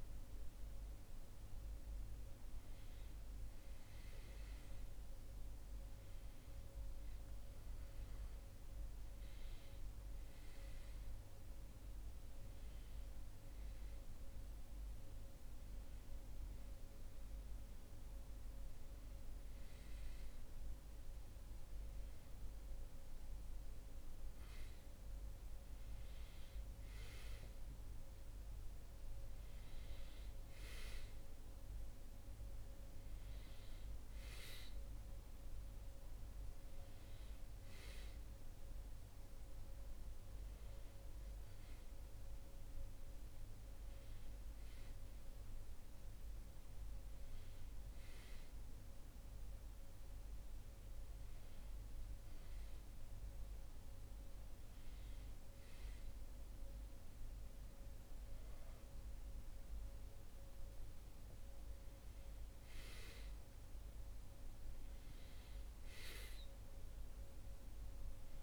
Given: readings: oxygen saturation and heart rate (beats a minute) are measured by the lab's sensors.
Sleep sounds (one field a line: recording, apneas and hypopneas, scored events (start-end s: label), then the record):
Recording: breathing in sleep, hard to hear, by a room microphone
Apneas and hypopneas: none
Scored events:
none scored
From the record:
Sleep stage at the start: N2 (light sleep)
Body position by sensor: on the back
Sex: male